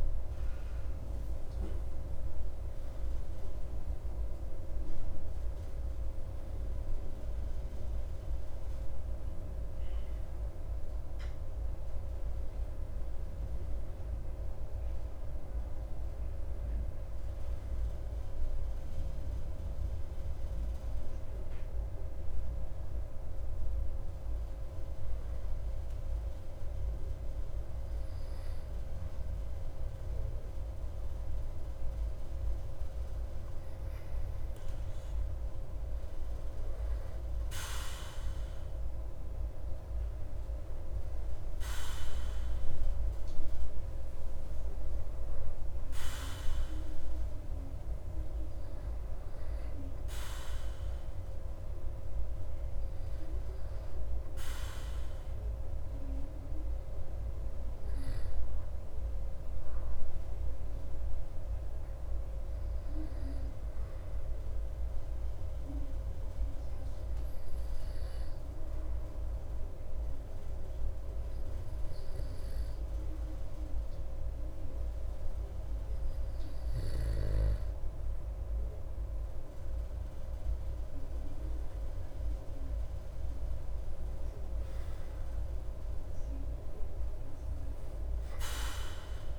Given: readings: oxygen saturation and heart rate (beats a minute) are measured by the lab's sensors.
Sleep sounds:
breathing in sleep, hard to hear, by a room microphone; 1
65.00-78.50 s: hypopnea (oxygen 98% before, 95% lowest)
80.50-84.00 s: arousal
From the record:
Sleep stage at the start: N2 (light sleep); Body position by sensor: on the back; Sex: male

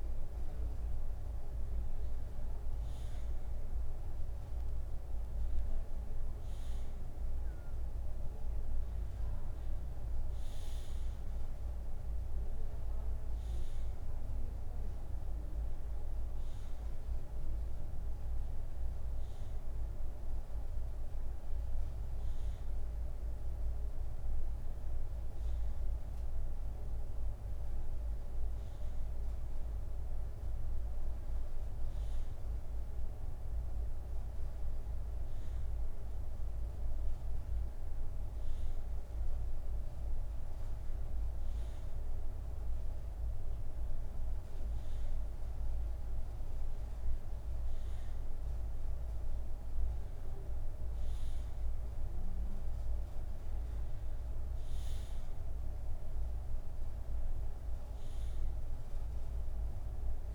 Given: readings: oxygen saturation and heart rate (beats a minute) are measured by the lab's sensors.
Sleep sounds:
breathing in sleep, hard to hear, by a room microphone; none
none scored
From the record:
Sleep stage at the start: N2 (light sleep); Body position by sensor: on the back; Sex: male

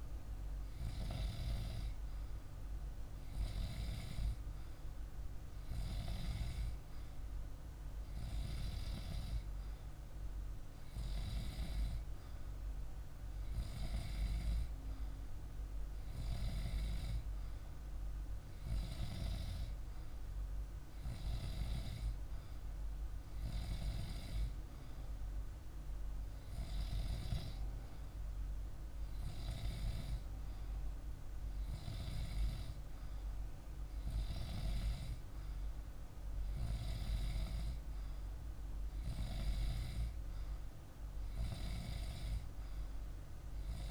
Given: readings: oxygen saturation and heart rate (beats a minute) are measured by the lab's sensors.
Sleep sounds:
breathing in sleep by a room microphone; none
none scored
From the record:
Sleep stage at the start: N2 (light sleep); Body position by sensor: on the back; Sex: male

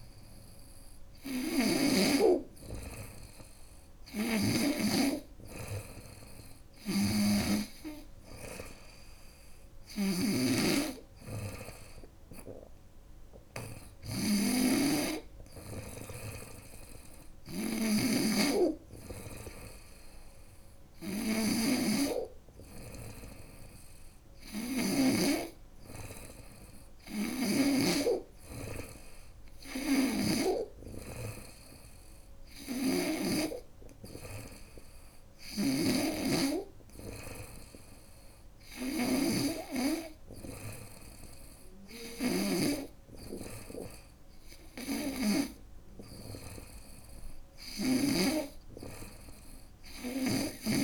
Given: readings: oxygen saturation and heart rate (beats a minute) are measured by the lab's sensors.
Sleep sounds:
breathing in sleep by a room microphone; none
0.50-4.00 s: snoring (device-marked)
6.00-24.50 s: snoring (device-marked)
29.00-32.50 s: snoring (device-marked)
34.50-47.50 s: snoring (device-marked)
From the record:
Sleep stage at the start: N2 (light sleep); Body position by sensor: on the front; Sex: female

